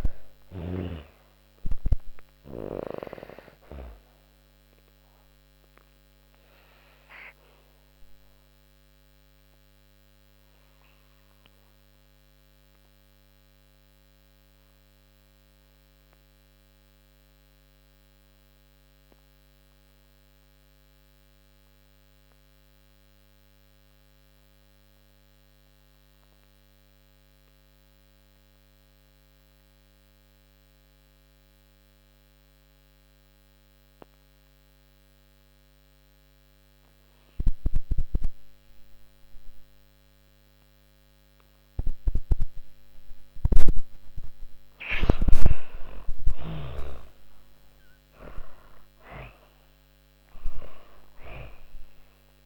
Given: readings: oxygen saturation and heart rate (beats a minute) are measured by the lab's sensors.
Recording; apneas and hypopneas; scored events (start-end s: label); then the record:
breathing in sleep by a microphone on the trachea; 1
0.00-22.00 s: oxygen desaturation (device-marked, oxygen 85% lowest)
6.50-43.00 s: obstructive apnea (oxygen 99% before, 82% lowest)
37.00-52.46 s: oxygen desaturation (device-marked, oxygen 98% before, 82% lowest)
44.50-48.50 s: arousal
From the record:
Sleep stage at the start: N2 (light sleep); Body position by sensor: on the back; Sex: female